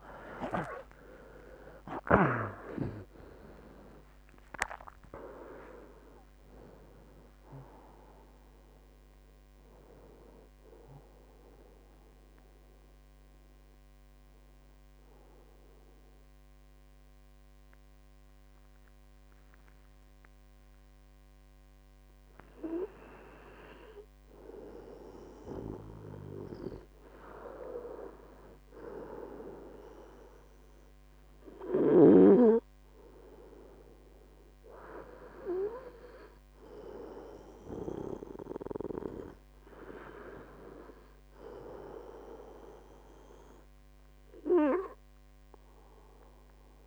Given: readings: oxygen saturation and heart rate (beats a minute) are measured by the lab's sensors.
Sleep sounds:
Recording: breathing in sleep by a microphone on the trachea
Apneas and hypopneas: 1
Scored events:
0.00-28.00 s: oxygen desaturation (device-marked, oxygen 77% lowest, heart rate 55 extreme)
12.00-23.00 s: mixed apnea (oxygen 90% before, 77% lowest, heart rate 83 before, 65 extreme, up 1 after)
27.00-30.50 s: arousal
From the record:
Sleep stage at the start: N2 (light sleep)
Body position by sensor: on the right side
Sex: male

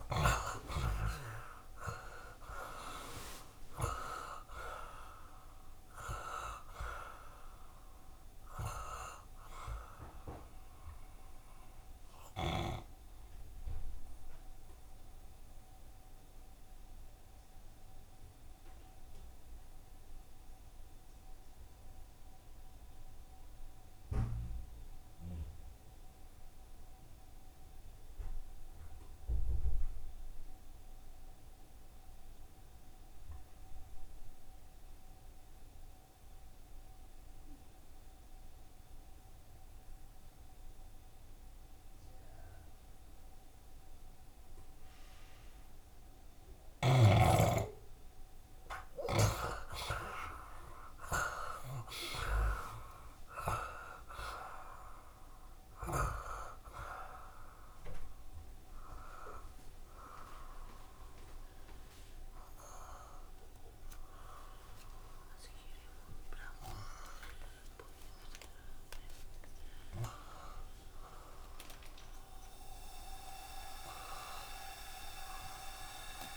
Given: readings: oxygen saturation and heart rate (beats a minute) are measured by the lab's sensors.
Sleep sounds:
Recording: breathing in sleep by a room microphone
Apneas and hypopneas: 2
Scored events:
0.00-3.00 s: arousal
0.00-28.00 s: oxygen desaturation (device-marked, oxygen 64% lowest, heart rate 68 extreme)
14.00-45.00 s: obstructive apnea (oxygen 72% before, 64% lowest, heart rate 80 before, 68 extreme, up 16 after)
30.00-69.00 s: oxygen desaturation (device-marked, oxygen 92% before, 67% lowest, heart rate 72 before, 66 extreme)
47.50-51.50 s: arousal
51.00-53.00 s: long interval between heartbeats (device-marked, heart rate 72 before, 86 extreme)
59.00-70.00 s: obstructive apnea (oxygen 92% before, 67% lowest, heart rate 78 before, 66 extreme, up 0 after)
71.50-76.37 s: arousal
From the record:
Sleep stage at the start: N2 (light sleep)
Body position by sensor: on the back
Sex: male

